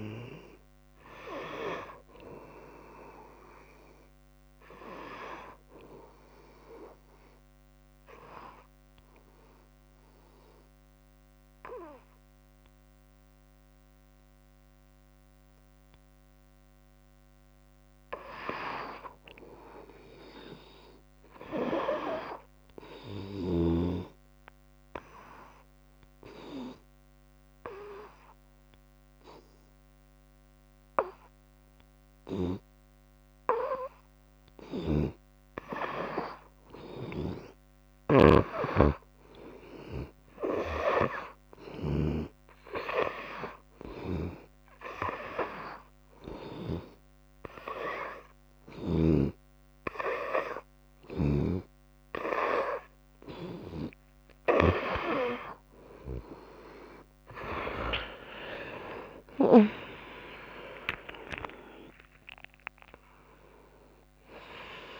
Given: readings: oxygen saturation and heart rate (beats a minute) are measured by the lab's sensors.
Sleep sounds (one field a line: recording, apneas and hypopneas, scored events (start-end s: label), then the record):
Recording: breathing in sleep by a microphone on the trachea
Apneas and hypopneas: 2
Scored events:
0.00-12.50 s: oxygen desaturation (device-marked, oxygen 89% lowest, heart rate 64 extreme)
6.00-18.50 s: obstructive apnea (oxygen 95% before, 90% lowest, heart rate 73 before, 64 extreme, up 6 after)
20.50-23.50 s: arousal
26.00-36.00 s: obstructive apnea (oxygen 98% before, 91% lowest, heart rate 66 before, 69 extreme, up 5 after)
38.00-42.50 s: snoring (device-marked)
39.50-43.00 s: arousal
45.50-54.50 s: oxygen desaturation (device-marked, oxygen 95% before, 91% lowest, heart rate 70 before, 66 extreme)
54.50-65.00 s: new sleep stage, N1 (lightest sleep)
55.00-57.00 s: long interval between heartbeats (device-marked, heart rate 71 before, 80 extreme)
56.50-61.50 s: tachycardia (device-marked, heart rate 74 before, 105 extreme)
58.50-60.50 s: long interval between heartbeats (device-marked, heart rate 73 before, 91 extreme)
61.50-63.50 s: long interval between heartbeats (device-marked, heart rate 78 before, 109 extreme)
61.50-65.00 s: arousal
From the record:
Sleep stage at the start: N2 (light sleep)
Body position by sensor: on the right side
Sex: female